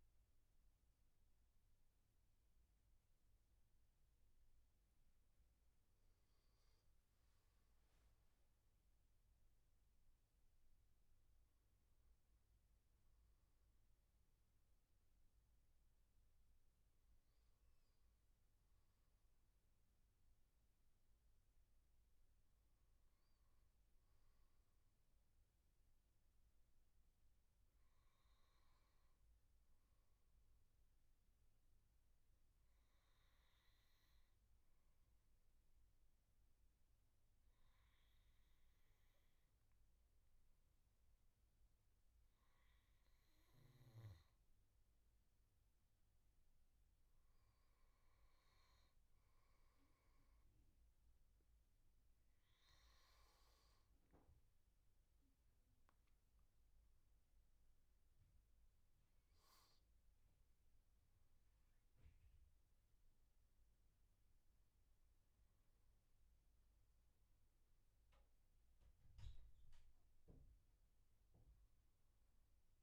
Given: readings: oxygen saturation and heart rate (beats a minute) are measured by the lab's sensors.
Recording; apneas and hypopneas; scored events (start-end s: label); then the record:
breathing in sleep, hard to hear, by a room microphone; 1
19.50-72.83 s: new sleep stage, N2 (light sleep)
20.00-24.00 s: arousal
31.00-45.00 s: hypopnea (oxygen 99% before, 95% lowest, heart rate 76 before, 76 extreme, up 1 after)
47.00-50.00 s: arousal
From the record:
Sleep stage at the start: N1 (lightest sleep); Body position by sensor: on the back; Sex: male